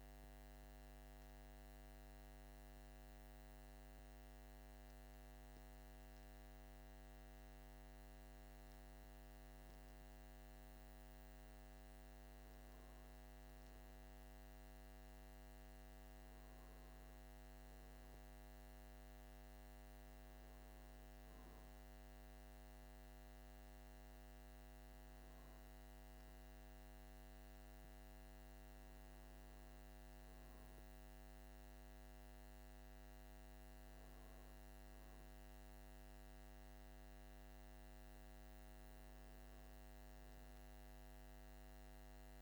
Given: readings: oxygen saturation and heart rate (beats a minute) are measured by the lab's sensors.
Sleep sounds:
breathing in sleep, hard to hear, by a microphone on the trachea; none
6.00-42.42 s: new sleep stage, N2 (light sleep)
From the record:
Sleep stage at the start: N1 (lightest sleep); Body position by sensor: on the back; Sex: male

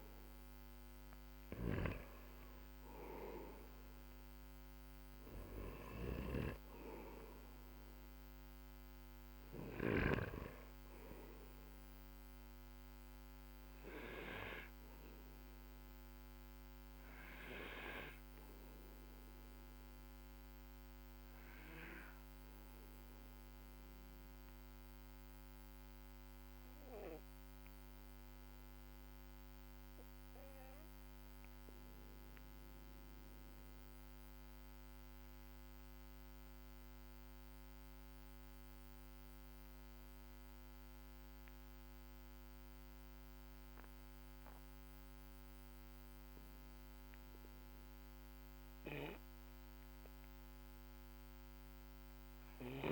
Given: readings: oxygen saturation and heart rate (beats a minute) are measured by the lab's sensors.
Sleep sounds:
breathing in sleep by a microphone on the trachea; 1
0.50-35.50 s: oxygen desaturation (device-marked, oxygen 98% before, 93% lowest, heart rate 54 before, 45 extreme)
1.00-9.50 s: snoring (device-marked)
12.50-48.50 s: obstructive apnea (oxygen 99% before, 93% lowest, heart rate 53 before, 45 extreme, up 8 after)
From the record:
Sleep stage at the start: N2 (light sleep); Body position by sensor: on the back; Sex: male

